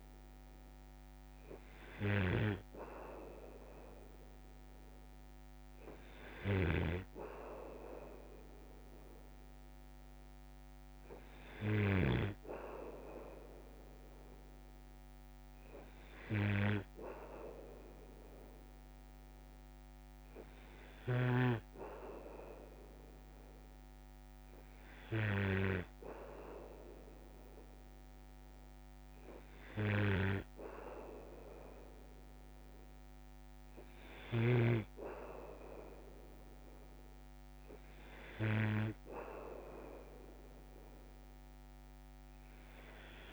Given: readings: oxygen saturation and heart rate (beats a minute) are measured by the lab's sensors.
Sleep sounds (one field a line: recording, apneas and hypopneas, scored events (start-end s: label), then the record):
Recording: breathing in sleep by a microphone on the trachea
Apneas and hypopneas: none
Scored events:
6.50-12.50 s: snoring (device-marked)
From the record:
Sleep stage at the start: N2 (light sleep)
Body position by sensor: on the back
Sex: male